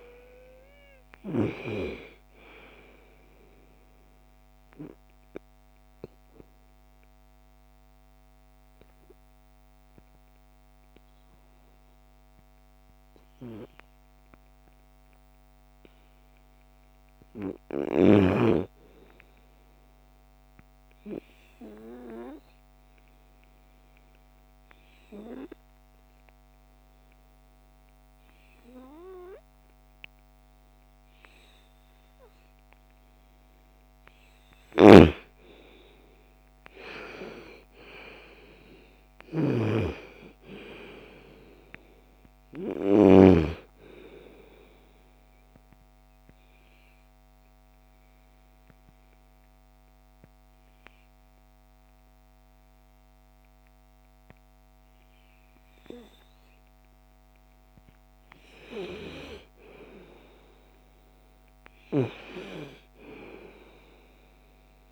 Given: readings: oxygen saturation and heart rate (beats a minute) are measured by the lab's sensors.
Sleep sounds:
breathing in sleep by a microphone on the trachea; 2
1.00-15.00 s: oxygen desaturation (device-marked, oxygen 98% before, 91% lowest, heart rate 56 before, 39 extreme)
20.00-33.50 s: obstructive apnea (oxygen 98% before, 88% lowest, heart rate 61 before, 39 extreme, up 27 after)
29.00-54.00 s: oxygen desaturation (device-marked, oxygen 98% before, 88% lowest, heart rate 59 before, 44 extreme)
34.00-42.50 s: snoring (device-marked)
37.00-41.00 s: arousal
45.00-56.00 s: obstructive apnea (oxygen 98% before, 88% lowest, heart rate 55 before, 55 extreme, up 11 after)
60.00-64.00 s: arousal
From the record:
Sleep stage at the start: N2 (light sleep); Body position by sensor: on the right side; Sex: female

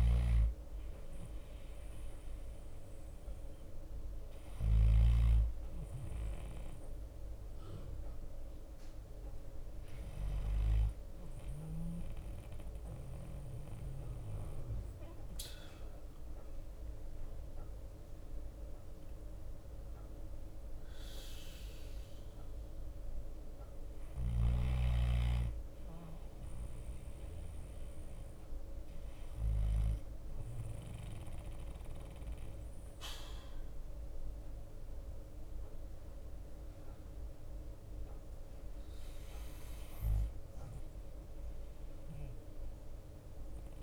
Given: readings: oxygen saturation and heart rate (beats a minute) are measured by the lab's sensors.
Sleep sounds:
breathing in sleep by a room microphone; 1
0.00-43.83 s: bradycardia (device-marked)
6.50-9.50 s: oxygen desaturation (device-marked, oxygen 92% before, 89% lowest)
12.50-14.50 s: long interval between heartbeats (device-marked, heart rate 46 before, 47 extreme)
17.00-20.50 s: arousal
21.00-23.00 s: long interval between heartbeats (device-marked, heart rate 46 before, 58 extreme)
28.00-38.50 s: obstructive apnea (oxygen 93% before, 91% lowest)
29.00-31.00 s: long interval between heartbeats (device-marked)
34.50-36.50 s: long interval between heartbeats (device-marked, heart rate 41 before, 44 extreme)
38.50-40.50 s: long interval between heartbeats (device-marked, heart rate 40 before, 47 extreme)
38.50-43.83 s: drop in pulse transit time (device-marked, heart rate 40 before, 37 extreme)
From the record:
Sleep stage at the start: N2 (light sleep); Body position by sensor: on the back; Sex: male

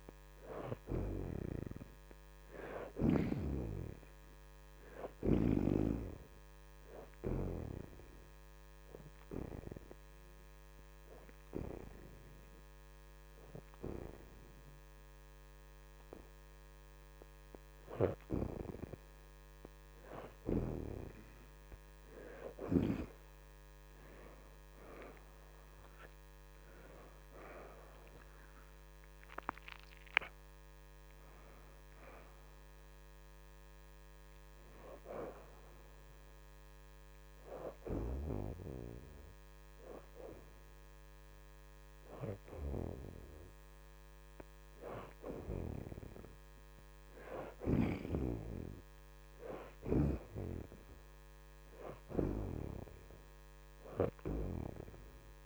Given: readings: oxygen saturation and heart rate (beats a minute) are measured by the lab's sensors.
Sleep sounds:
breathing in sleep by a microphone on the trachea; 1
0.00-4.00 s: oxygen desaturation (device-marked, oxygen 66% lowest, heart rate 80 extreme)
8.50-21.00 s: hypopnea (oxygen 77% before, 58% lowest, heart rate 87 before, 80 extreme, up 26 after)
12.00-23.00 s: oxygen desaturation (device-marked, oxygen 72% before, 64% lowest, heart rate 86 before, 79 extreme)
23.50-28.50 s: arousal
30.00-55.00 s: oxygen desaturation (device-marked, oxygen 71% before, 58% lowest, heart rate 91 before, 79 extreme)
From the record:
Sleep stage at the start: N2 (light sleep); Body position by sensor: on the back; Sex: female

